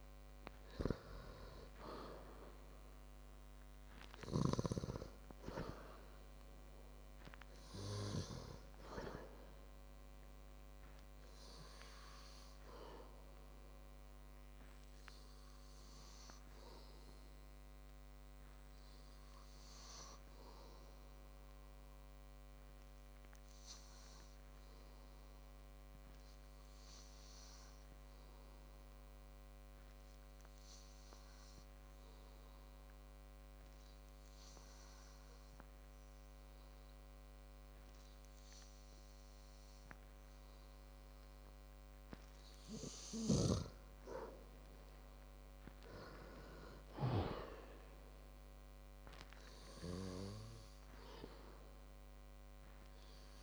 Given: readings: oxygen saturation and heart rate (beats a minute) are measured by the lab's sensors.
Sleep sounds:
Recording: breathing in sleep by a microphone on the trachea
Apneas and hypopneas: 1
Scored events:
2.00-5.00 s: arousal
14.00-40.00 s: hypopnea (oxygen 98% before, 92% lowest, heart rate 63 before, 50 extreme, up 10 after)
25.00-43.00 s: oxygen desaturation (device-marked, oxygen 97% before, 92% lowest, heart rate 60 before, 51 extreme)
42.00-44.50 s: arousal
From the record:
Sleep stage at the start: N2 (light sleep)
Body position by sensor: on the back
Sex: male

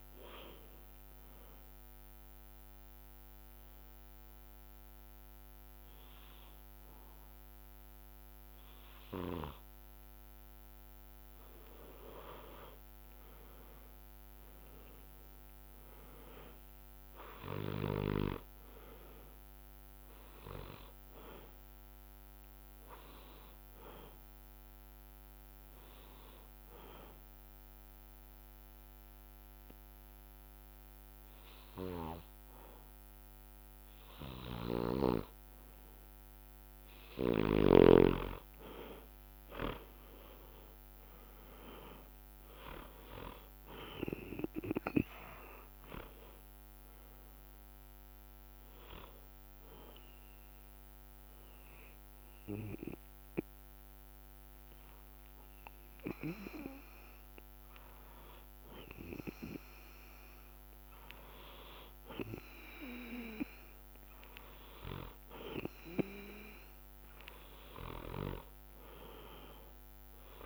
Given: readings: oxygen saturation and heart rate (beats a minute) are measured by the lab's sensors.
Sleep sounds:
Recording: breathing in sleep by a microphone on the trachea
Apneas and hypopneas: 3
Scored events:
1.50-11.50 s: hypopnea (oxygen 97% before, 92% lowest, heart rate 68 before, 61 extreme, up 5 after)
14.00-18.00 s: arousal
14.50-34.50 s: oxygen desaturation (device-marked, oxygen 97% before, 92% lowest, heart rate 67 before, 60 extreme)
14.50-70.45 s: new sleep stage, N2 (light sleep)
26.50-36.50 s: obstructive apnea (oxygen 97% before, 92% lowest, heart rate 64 before, 60 extreme, up 8 after)
31.50-43.50 s: drop in pulse transit time (device-marked, heart rate 64 before, 66 extreme)
40.00-43.50 s: arousal
46.50-62.50 s: oxygen desaturation (device-marked, oxygen 97% before, 93% lowest, heart rate 67 before, 60 extreme)
49.50-59.50 s: hypopnea (oxygen 97% before, 93% lowest, heart rate 68 before, 60 extreme, up 4 after)
65.00-68.50 s: arousal
From the record:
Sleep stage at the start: N1 (lightest sleep)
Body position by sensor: on the back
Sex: male

